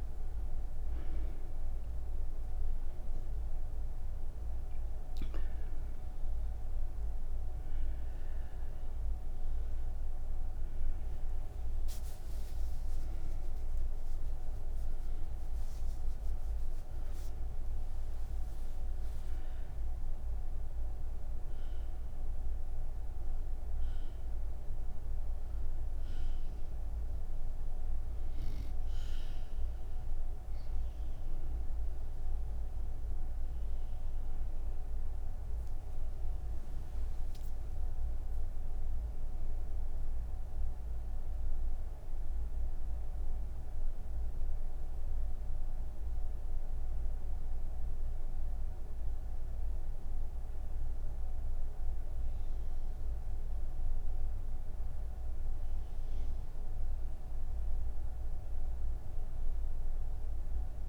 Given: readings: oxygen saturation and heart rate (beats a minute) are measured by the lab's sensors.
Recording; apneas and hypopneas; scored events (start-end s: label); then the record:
breathing in sleep, hard to hear, by a room microphone; none
0.00-50.50 s: oxygen desaturation (device-marked, oxygen 89% lowest)
38.50-60.89 s: new sleep stage, N2 (light sleep)
From the record:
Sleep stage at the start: N3 (deep sleep); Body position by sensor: on the right side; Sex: female